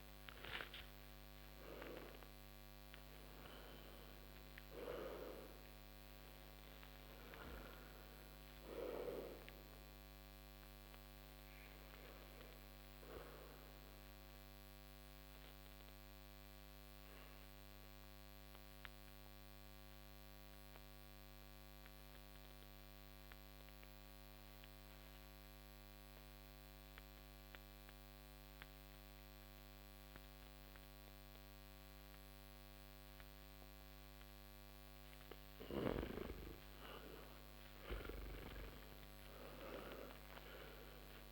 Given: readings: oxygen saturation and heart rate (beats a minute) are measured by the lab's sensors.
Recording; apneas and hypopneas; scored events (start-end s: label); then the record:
breathing in sleep by a microphone on the trachea; 1
0.00-2.50 s: arousal
0.00-7.50 s: oxygen desaturation (device-marked, oxygen 82% lowest)
12.50-33.50 s: central apnea (oxygen 92% before, 82% lowest)
39.00-41.32 s: arousal
From the record:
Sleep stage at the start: N2 (light sleep); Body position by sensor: on the back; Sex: male